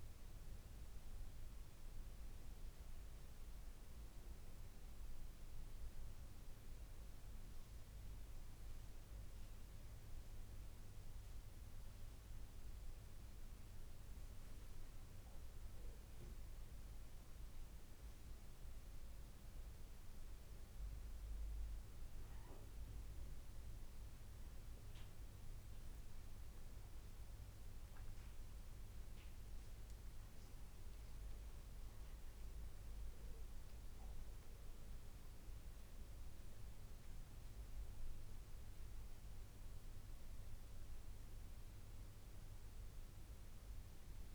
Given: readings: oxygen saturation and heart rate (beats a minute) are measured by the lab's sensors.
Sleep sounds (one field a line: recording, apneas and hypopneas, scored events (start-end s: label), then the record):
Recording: a person awake in a sleep study, hard to hear, by a room microphone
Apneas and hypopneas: none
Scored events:
none scored
From the record:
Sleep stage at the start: awake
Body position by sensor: on the back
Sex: female